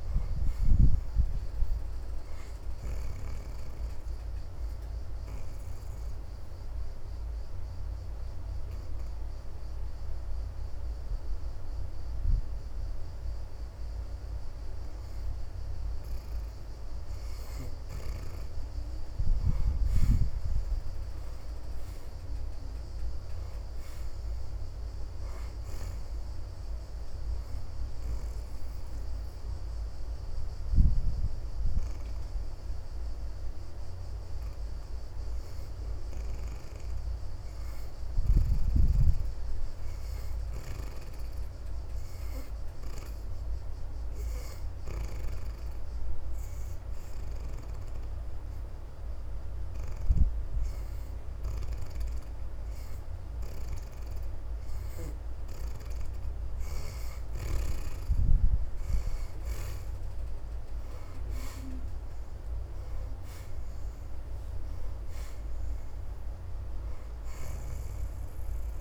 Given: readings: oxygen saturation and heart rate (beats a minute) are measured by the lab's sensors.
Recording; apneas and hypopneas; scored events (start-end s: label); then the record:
breathing in sleep, hard to hear, by a room microphone; 3
0.00-1.00 s: oxygen desaturation (device-marked, oxygen 64% lowest, heart rate 74 extreme)
3.00-15.50 s: obstructive apnea (oxygen 80% before, 61% lowest, heart rate 81 before, 73 extreme, up 6 after)
3.00-23.00 s: oxygen desaturation (device-marked, oxygen 77% before, 63% lowest, heart rate 81 before, 73 extreme)
19.50-22.50 s: arousal
27.00-37.50 s: obstructive apnea (oxygen 82% before, 61% lowest, heart rate 78 before, 73 extreme, up 4 after)
30.00-50.00 s: oxygen desaturation (device-marked, oxygen 82% before, 61% lowest, heart rate 78 before, 73 extreme)
39.00-42.00 s: arousal
45.00-57.00 s: hypopnea (oxygen 82% before, 61% lowest, heart rate 78 before, 78 extreme, up 3 after)
56.00-68.81 s: oxygen desaturation (device-marked, oxygen 81% before, 63% lowest, heart rate 77 before, 78 extreme)
58.50-62.00 s: arousal
From the record:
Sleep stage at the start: N2 (light sleep); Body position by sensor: on the back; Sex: female